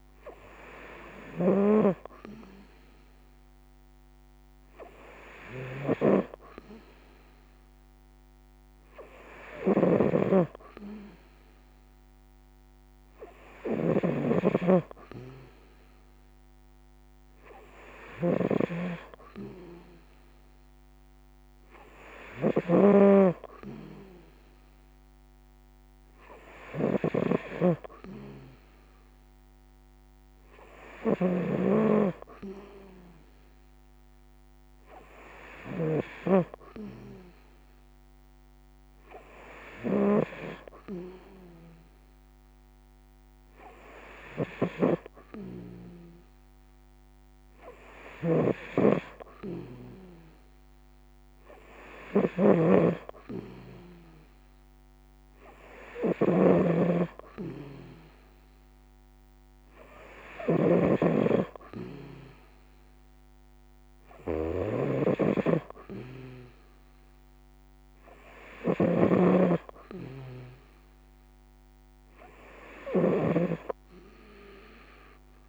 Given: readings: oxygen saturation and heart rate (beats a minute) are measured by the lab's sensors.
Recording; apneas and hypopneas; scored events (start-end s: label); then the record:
breathing in sleep by a microphone on the trachea; none
0.00-75.49 s: snoring (device-marked)
From the record:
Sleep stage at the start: N3 (deep sleep); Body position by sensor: on the right side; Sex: female